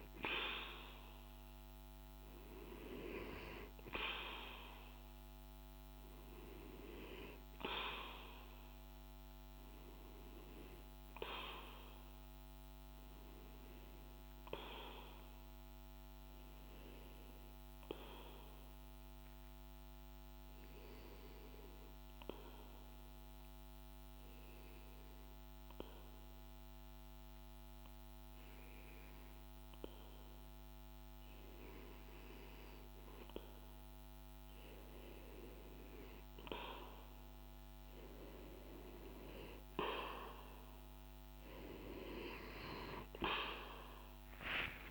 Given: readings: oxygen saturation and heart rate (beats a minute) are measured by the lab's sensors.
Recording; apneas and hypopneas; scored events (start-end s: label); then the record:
breathing in sleep by a microphone on the trachea; 1
14.50-34.00 s: hypopnea (oxygen 94% before, 91% lowest, heart rate 61 before, 53 extreme, up 1 after)
35.50-44.91 s: oxygen desaturation (device-marked, oxygen 97% before, 91% lowest, heart rate 57 before, 51 extreme)
42.50-44.91 s: arousal
From the record:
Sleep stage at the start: REM sleep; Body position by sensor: on the back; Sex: male